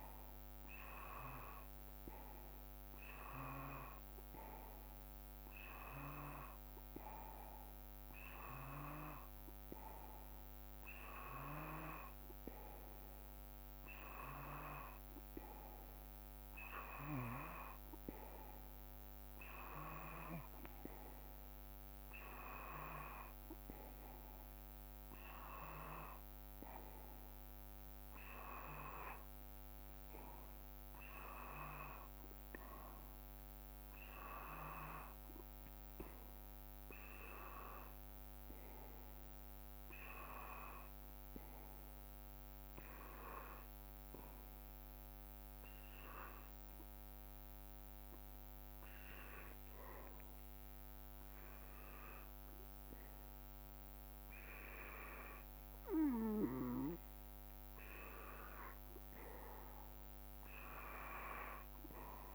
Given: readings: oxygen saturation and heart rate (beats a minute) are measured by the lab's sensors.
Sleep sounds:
breathing in sleep by a microphone on the trachea; none
none scored
From the record:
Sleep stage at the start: N2 (light sleep); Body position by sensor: on the back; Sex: male

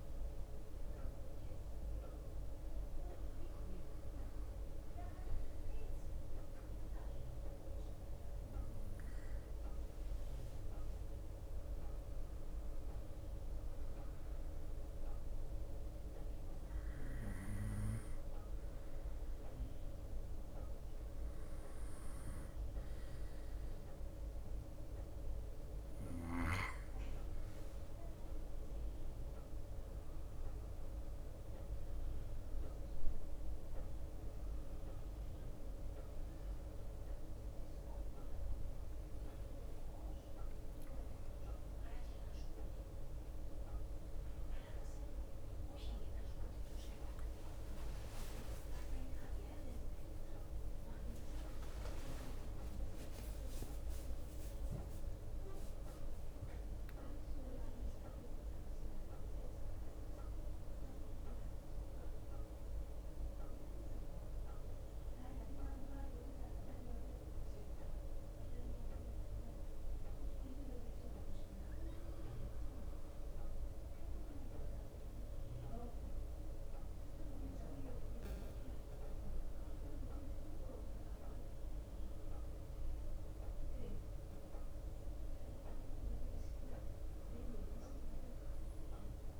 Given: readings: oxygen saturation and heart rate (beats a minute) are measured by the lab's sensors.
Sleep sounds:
breathing in sleep, hard to hear, by a room microphone; 2
0.50-12.50 s: bradycardia (device-marked, heart rate 61 before, 49 extreme)
2.00-4.00 s: long interval between heartbeats (device-marked, heart rate 56 before, 60 extreme)
7.00-9.00 s: long interval between heartbeats (device-marked, heart rate 55 before, 52 extreme)
9.50-12.50 s: arousal
10.00-12.00 s: long interval between heartbeats (device-marked, heart rate 55 before, 49 extreme)
14.50-27.00 s: obstructive apnea (oxygen 93% before, 91% lowest, heart rate 53 before, 52 extreme, up 2 after)
16.50-28.50 s: bradycardia (device-marked, heart rate 61 before, 59 extreme)
33.50-40.50 s: bradycardia (device-marked, heart rate 61 before, 52 extreme)
35.00-37.00 s: long interval between heartbeats (device-marked, heart rate 60 before, 61 extreme)
46.50-51.50 s: arousal
49.50-59.50 s: drop in pulse transit time (device-marked, heart rate 60 before, 69 extreme)
51.50-53.50 s: long interval between heartbeats (device-marked, heart rate 62 before, 92 extreme)
53.50-55.50 s: long interval between heartbeats (device-marked, heart rate 65 before, 83 extreme)
57.50-63.50 s: bradycardia (device-marked, heart rate 61 before, 53 extreme)
59.00-61.00 s: long interval between heartbeats (device-marked, heart rate 72 before, 69 extreme)
62.50-75.00 s: mixed apnea (oxygen 93% before, 90% lowest, heart rate 74 before, 44 extreme, up 3 after)
64.50-74.50 s: bradycardia (device-marked, heart rate 61 before, 50 extreme)
77.50-89.40 s: bradycardia (device-marked, heart rate 61 before, 44 extreme)
78.00-82.00 s: arousal
78.50-80.50 s: long interval between heartbeats (device-marked, heart rate 57 before, 60 extreme)
80.50-89.40 s: drop in pulse transit time (device-marked, heart rate 56 before, 44 extreme)
82.50-84.50 s: long interval between heartbeats (device-marked, heart rate 56 before, 52 extreme)
83.50-89.40 s: oxygen desaturation (device-marked, oxygen 93% before, 90% lowest, heart rate 56 before, 38 extreme)
From the record:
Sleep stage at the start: N2 (light sleep); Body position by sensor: on the right side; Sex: male

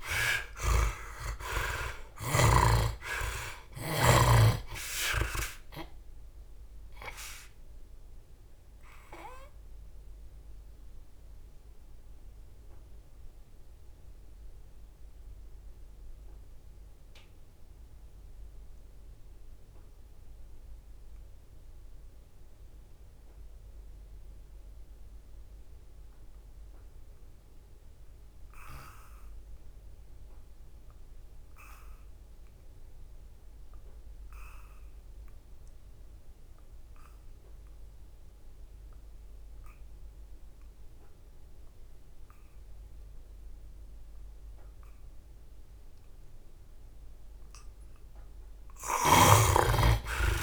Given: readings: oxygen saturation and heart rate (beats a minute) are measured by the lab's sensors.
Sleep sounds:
breathing in sleep by a room microphone; 1
0.00-2.00 s: snoring (device-marked)
0.00-3.00 s: arousal
0.00-19.50 s: oxygen desaturation (device-marked, oxygen 62% lowest, heart rate 63 extreme)
8.00-45.50 s: obstructive apnea (oxygen 94% before, 61% lowest, heart rate 76 before, 63 extreme, up 17 after)
33.50-50.43 s: oxygen desaturation (device-marked, oxygen 98% before, 61% lowest, heart rate 65 before, 67 extreme)
From the record:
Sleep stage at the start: N2 (light sleep); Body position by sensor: on the back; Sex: male

